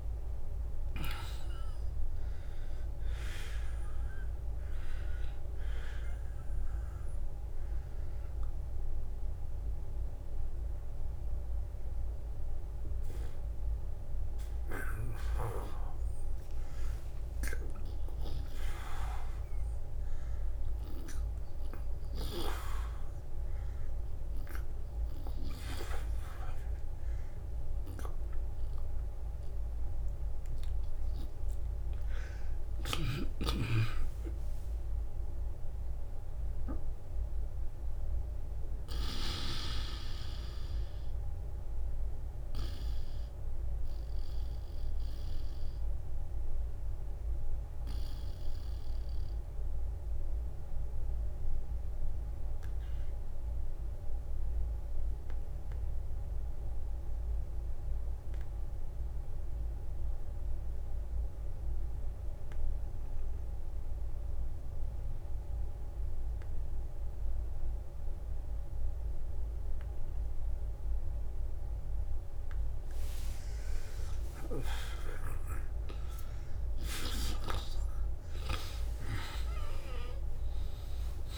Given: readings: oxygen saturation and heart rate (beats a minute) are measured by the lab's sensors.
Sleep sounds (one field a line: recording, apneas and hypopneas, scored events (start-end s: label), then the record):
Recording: breathing in sleep by a room microphone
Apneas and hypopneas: 1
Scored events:
0.00-6.50 s: oxygen desaturation (device-marked, oxygen 91% lowest, heart rate 53 extreme)
12.50-25.50 s: oxygen desaturation (device-marked, oxygen 92% before, 89% lowest, heart rate 69 before, 52 extreme)
25.50-81.38 s: new sleep stage, N2 (light sleep)
27.50-33.50 s: oxygen desaturation (device-marked, oxygen 90% before, 81% lowest, heart rate 59 before, 52 extreme)
31.50-36.00 s: arousal
39.00-72.00 s: obstructive apnea (oxygen 92% before, 81% lowest, heart rate 63 before, 48 extreme, up 20 after)
54.50-56.50 s: long interval between heartbeats (device-marked, heart rate 59 before, 52 extreme)
60.00-62.00 s: long interval between heartbeats (device-marked, heart rate 56 before, 59 extreme)
72.50-81.38 s: oxygen desaturation (device-marked, oxygen 97% before, 89% lowest, heart rate 52 before, 47 extreme)
73.50-78.00 s: arousal
From the record:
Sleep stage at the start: N1 (lightest sleep)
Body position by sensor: on the back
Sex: male